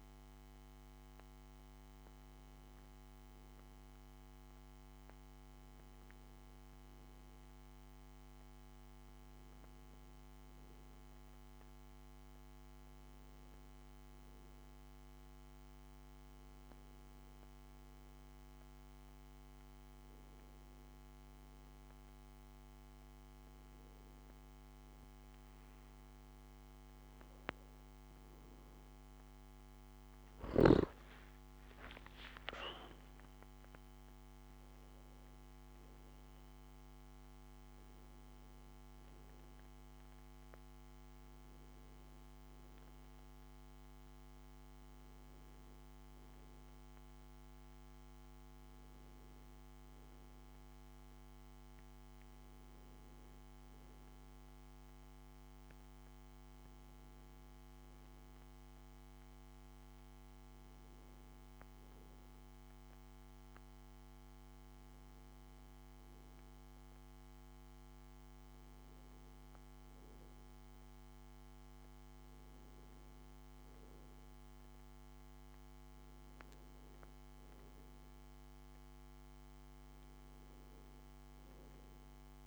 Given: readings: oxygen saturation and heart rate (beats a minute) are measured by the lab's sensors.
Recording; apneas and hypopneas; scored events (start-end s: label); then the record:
breathing in sleep, hard to hear, by a microphone on the trachea; none
33.50-82.47 s: new sleep stage, N2 (light sleep)
From the record:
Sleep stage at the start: N1 (lightest sleep); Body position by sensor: on the back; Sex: male